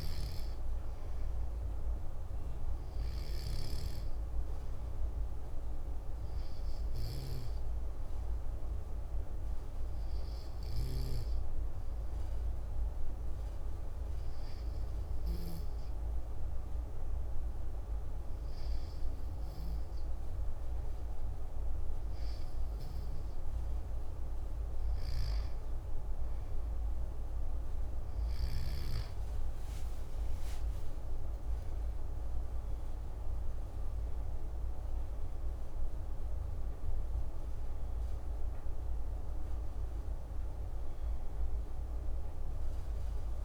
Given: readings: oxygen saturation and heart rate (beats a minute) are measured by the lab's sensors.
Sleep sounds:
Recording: breathing in sleep, hard to hear, by a room microphone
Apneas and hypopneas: 1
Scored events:
0.00-13.00 s: oxygen desaturation (device-marked, oxygen 94% lowest, heart rate 25 extreme)
9.50-24.50 s: obstructive apnea (oxygen 97% before, 94% lowest, heart rate 31 before, 76 extreme)
28.50-34.50 s: arousal
From the record:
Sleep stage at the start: N2 (light sleep)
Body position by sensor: on the back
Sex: male

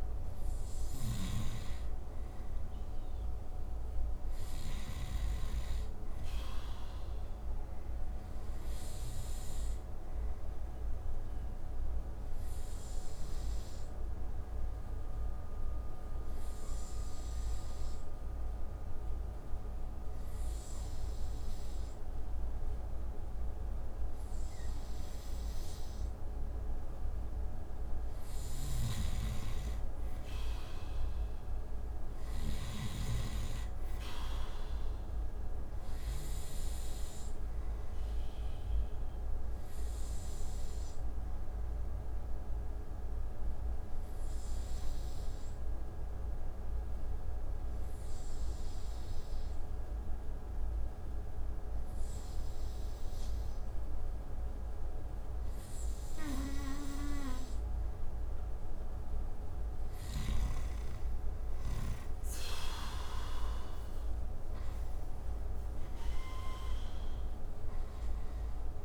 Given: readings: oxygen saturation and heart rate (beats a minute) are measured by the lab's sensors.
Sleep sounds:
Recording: breathing in sleep by a room microphone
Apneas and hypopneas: 2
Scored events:
0.00-4.50 s: snoring (device-marked)
9.50-25.50 s: obstructive apnea (oxygen 95% before, 89% lowest)
28.00-31.50 s: arousal
28.00-32.00 s: snoring (device-marked)
34.00-54.00 s: oxygen desaturation (device-marked, oxygen 94% before, 90% lowest)
38.50-57.00 s: obstructive apnea (oxygen 94% before, 89% lowest)
59.50-62.50 s: arousal
62.00-68.84 s: oxygen desaturation (device-marked, oxygen 95% before, 89% lowest)
From the record:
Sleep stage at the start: N2 (light sleep)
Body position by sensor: on the right side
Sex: male

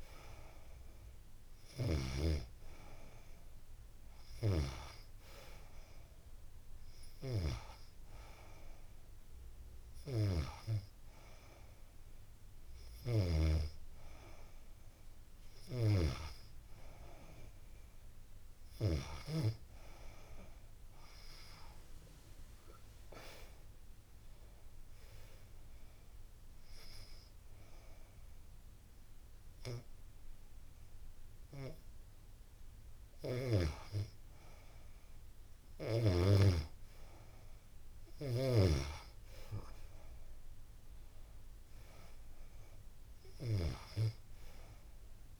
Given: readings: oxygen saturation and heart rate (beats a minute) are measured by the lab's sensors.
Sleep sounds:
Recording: breathing in sleep by a room microphone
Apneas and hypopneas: none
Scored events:
0.00-2.50 s: oxygen desaturation (device-marked, oxygen 86% lowest, heart rate 85 extreme)
From the record:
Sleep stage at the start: N2 (light sleep)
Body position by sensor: on the back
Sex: female

